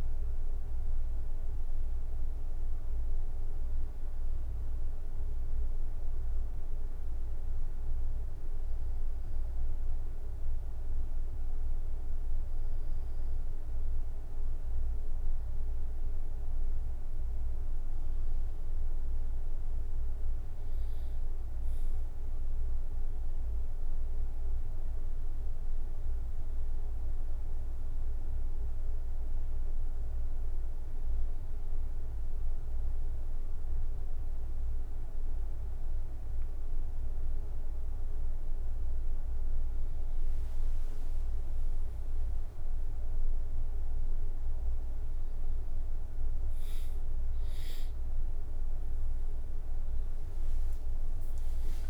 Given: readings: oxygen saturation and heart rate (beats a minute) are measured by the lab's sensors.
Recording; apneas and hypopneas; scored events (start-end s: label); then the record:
breathing in sleep, hard to hear, by a room microphone; 1
4.00-14.00 s: mixed apnea (oxygen 95% before, 94% lowest, heart rate 74 before, 74 extreme, up 1 after)
18.50-22.00 s: arousal
30.00-51.90 s: new sleep stage, N1 (lightest sleep)
50.50-51.90 s: arousal
From the record:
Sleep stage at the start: N2 (light sleep); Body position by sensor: on the right side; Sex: male